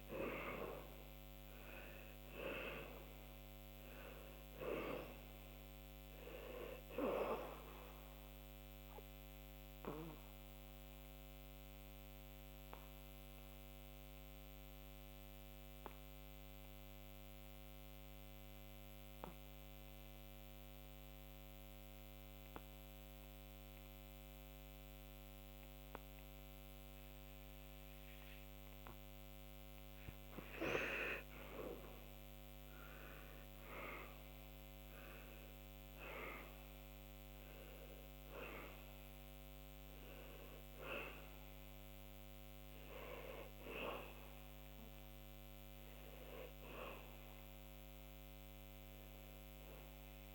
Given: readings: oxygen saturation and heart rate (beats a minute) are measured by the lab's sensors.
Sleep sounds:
breathing in sleep by a microphone on the trachea; 1
0.00-2.00 s: arousal
0.00-21.50 s: oxygen desaturation (device-marked, oxygen 86% lowest, heart rate 70 extreme)
10.00-28.00 s: obstructive apnea (oxygen 98% before, 84% lowest, heart rate 75 before, 70 extreme, up 8 after)
30.00-34.00 s: arousal
32.50-50.35 s: oxygen desaturation (device-marked, oxygen 98% before, 84% lowest, heart rate 73 before, 67 extreme)
From the record:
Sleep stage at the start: N2 (light sleep); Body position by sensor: on the back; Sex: male

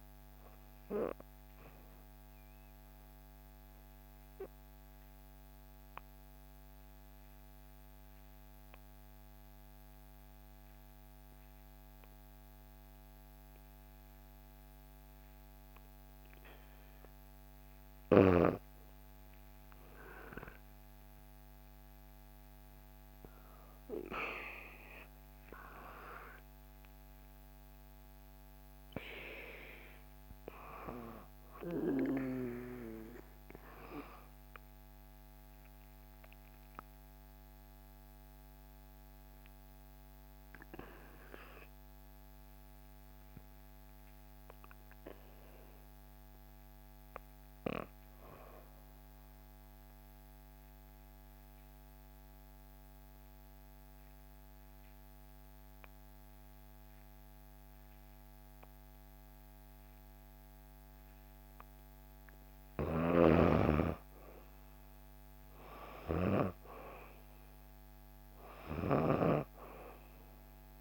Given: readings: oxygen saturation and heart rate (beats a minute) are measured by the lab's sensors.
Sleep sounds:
breathing in sleep by a microphone on the trachea; 2
0.00-5.00 s: oxygen desaturation (device-marked, oxygen 86% lowest, heart rate 60 extreme)
4.00-17.00 s: obstructive apnea (oxygen 96% before, 91% lowest, heart rate 64 before, 61 extreme, up 6 after)
18.50-22.00 s: arousal
21.00-40.00 s: oxygen desaturation (device-marked, oxygen 98% before, 92% lowest, heart rate 61 before, 61 extreme)
36.50-61.00 s: obstructive apnea (oxygen 98% before, 90% lowest, heart rate 65 before, 60 extreme, up 4 after)
61.00-70.81 s: oxygen desaturation (device-marked, oxygen 97% before, 90% lowest, heart rate 62 before, 60 extreme)
63.50-66.50 s: arousal
From the record:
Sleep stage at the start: N2 (light sleep); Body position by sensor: on the back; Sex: female

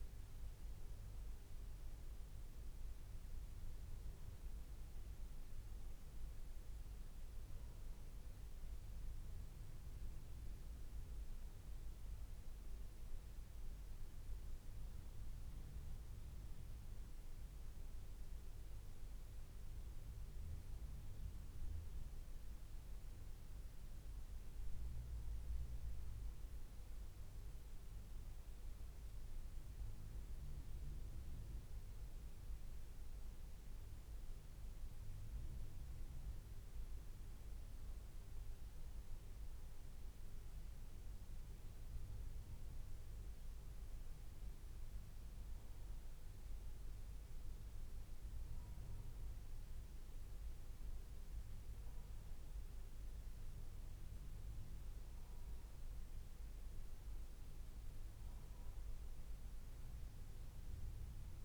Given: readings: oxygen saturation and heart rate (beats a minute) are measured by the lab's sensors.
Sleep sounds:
breathing in sleep, hard to hear, by a room microphone; none
none scored
From the record:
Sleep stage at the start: N2 (light sleep); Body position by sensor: on the back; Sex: male

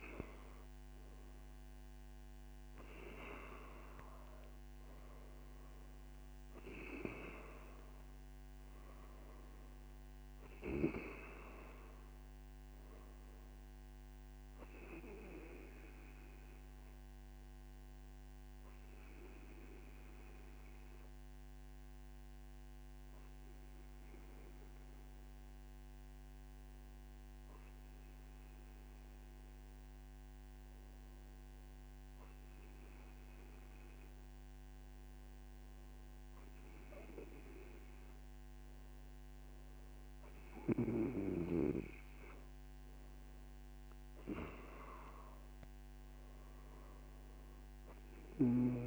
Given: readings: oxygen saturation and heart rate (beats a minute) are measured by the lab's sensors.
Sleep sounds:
breathing in sleep by a microphone on the trachea; 1
16.50-31.50 s: hypopnea (oxygen 95% before, 93% lowest, heart rate 59 before, 55 extreme, up 1 after)
25.00-48.87 s: new sleep stage, N3 (deep sleep)
From the record:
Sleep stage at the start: N2 (light sleep); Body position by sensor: on the right side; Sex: male

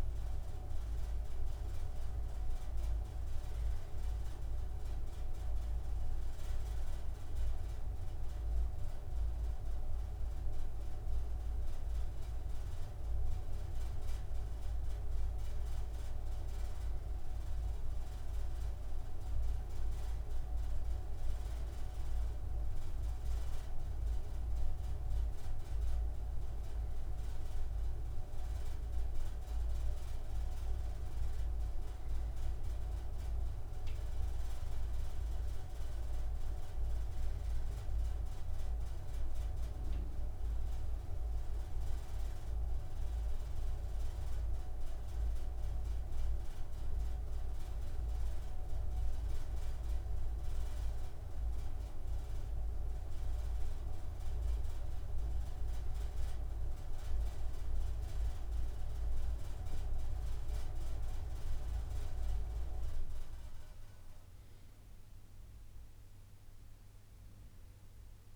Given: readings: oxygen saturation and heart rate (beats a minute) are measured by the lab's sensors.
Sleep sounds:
breathing in sleep by a room microphone; none
none scored
From the record:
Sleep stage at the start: N2 (light sleep); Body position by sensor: on the right side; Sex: male

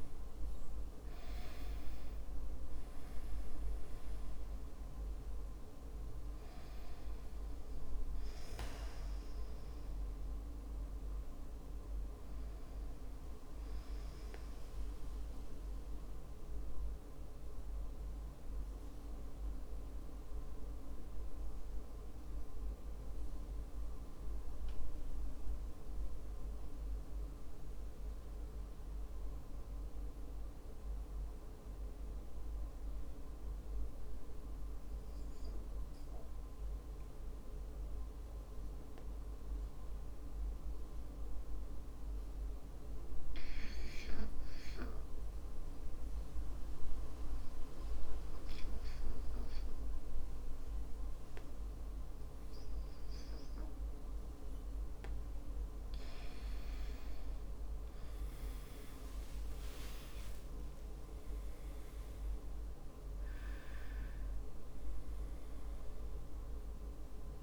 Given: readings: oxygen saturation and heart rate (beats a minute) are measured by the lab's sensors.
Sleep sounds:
breathing in sleep, hard to hear, by a room microphone; 1
19.50-41.50 s: mixed apnea (oxygen 98% before, 92% lowest, heart rate 62 before, 49 extreme, up 2 after)
47.00-67.43 s: oxygen desaturation (device-marked, oxygen 99% before, 94% lowest, heart rate 53 before, 47 extreme)
56.50-61.50 s: arousal
From the record:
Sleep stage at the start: REM sleep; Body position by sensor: on the back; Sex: male

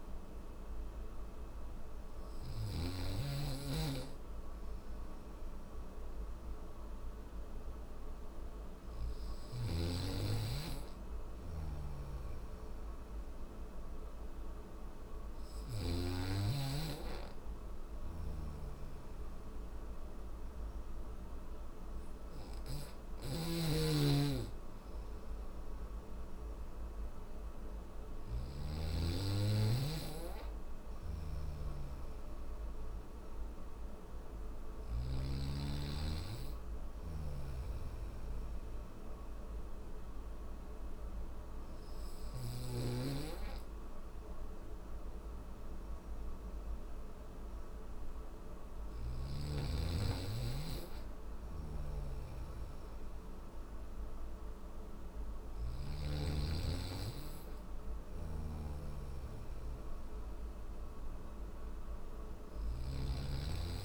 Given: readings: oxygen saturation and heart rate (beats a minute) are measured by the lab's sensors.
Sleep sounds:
breathing in sleep by a room microphone; none
0.00-1.50 s: snoring (device-marked)
10.50-15.00 s: snoring (device-marked)
17.00-27.50 s: snoring (device-marked)
29.50-34.00 s: snoring (device-marked)
36.00-41.50 s: snoring (device-marked)
47.50-55.00 s: snoring (device-marked)
57.00-62.00 s: snoring (device-marked)
From the record:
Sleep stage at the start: N1 (lightest sleep); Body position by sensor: on the back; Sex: male

